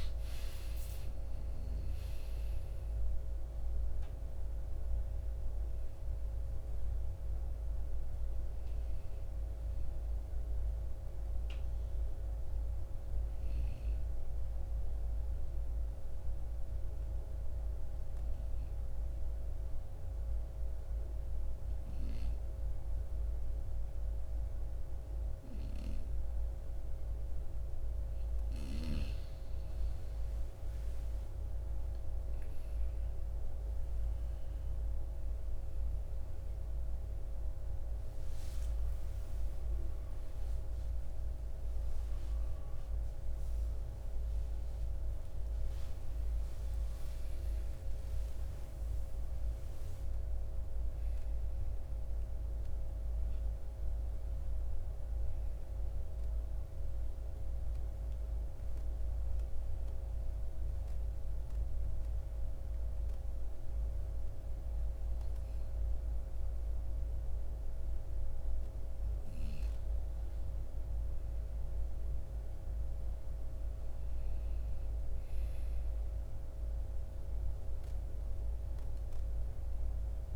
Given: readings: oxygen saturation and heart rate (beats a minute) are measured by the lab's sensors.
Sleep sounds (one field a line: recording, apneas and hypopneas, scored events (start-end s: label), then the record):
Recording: breathing in sleep, hard to hear, by a room microphone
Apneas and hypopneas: 2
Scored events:
0.00-3.00 s: arousal
9.50-27.50 s: oxygen desaturation (device-marked, oxygen 94% before, 91% lowest, heart rate 65 before, 52 extreme)
16.00-29.00 s: obstructive apnea (oxygen 95% before, 90% lowest, heart rate 64 before, 52 extreme, up 13 after)
38.50-59.50 s: oxygen desaturation (device-marked, oxygen 96% before, 90% lowest, heart rate 56 before, 55 extreme)
40.00-47.00 s: arousal
56.50-68.00 s: obstructive apnea (oxygen 96% before, 92% lowest, heart rate 86 before, 55 extreme, up 5 after)
70.00-74.50 s: arousal
77.50-80.36 s: oxygen desaturation (device-marked, oxygen 97% before, 93% lowest, heart rate 57 before, 53 extreme)
From the record:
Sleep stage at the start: N2 (light sleep)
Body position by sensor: on the right side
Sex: male